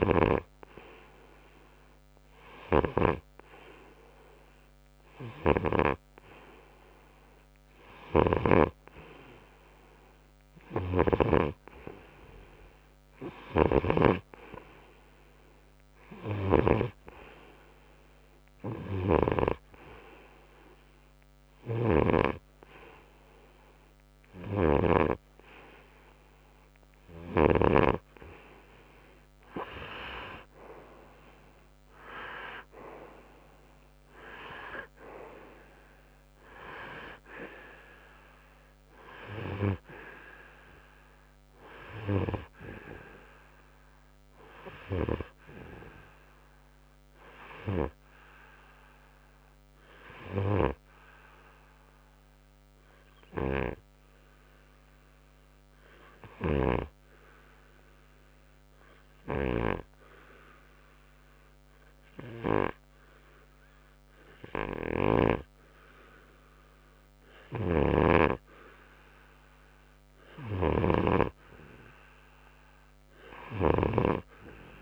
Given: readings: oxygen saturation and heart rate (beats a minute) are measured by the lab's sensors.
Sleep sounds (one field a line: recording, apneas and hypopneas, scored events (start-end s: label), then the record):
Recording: breathing in sleep by a microphone on the trachea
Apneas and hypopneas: 1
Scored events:
24.50-28.00 s: snoring (device-marked)
31.00-46.00 s: oxygen desaturation (device-marked, oxygen 94% before, 91% lowest, heart rate 66 before, 59 extreme)
49.50-67.00 s: obstructive apnea (oxygen 94% before, 93% lowest, heart rate 67 before, 57 extreme, up 3 after)
56.50-65.50 s: snoring (device-marked)
67.50-74.82 s: snoring (device-marked)
69.50-73.00 s: arousal
From the record:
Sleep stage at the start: N2 (light sleep)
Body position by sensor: on the right side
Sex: male